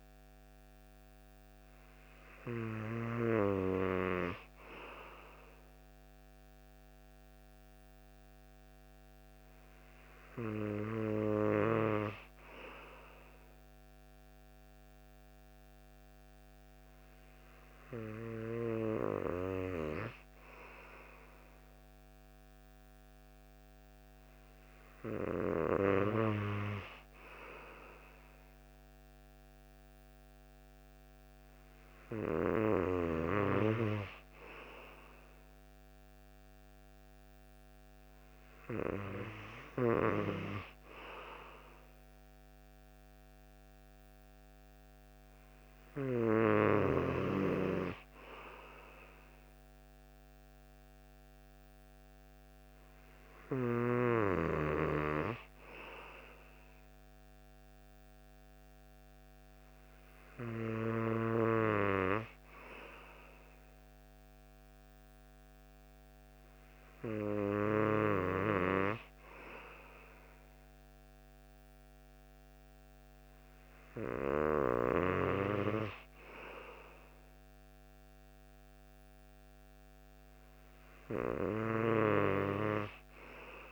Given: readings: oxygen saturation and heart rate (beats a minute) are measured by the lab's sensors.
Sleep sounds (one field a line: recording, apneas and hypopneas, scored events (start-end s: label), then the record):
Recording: breathing in sleep by a microphone on the trachea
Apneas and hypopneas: none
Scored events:
none scored
From the record:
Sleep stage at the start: N2 (light sleep)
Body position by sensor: on the right side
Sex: male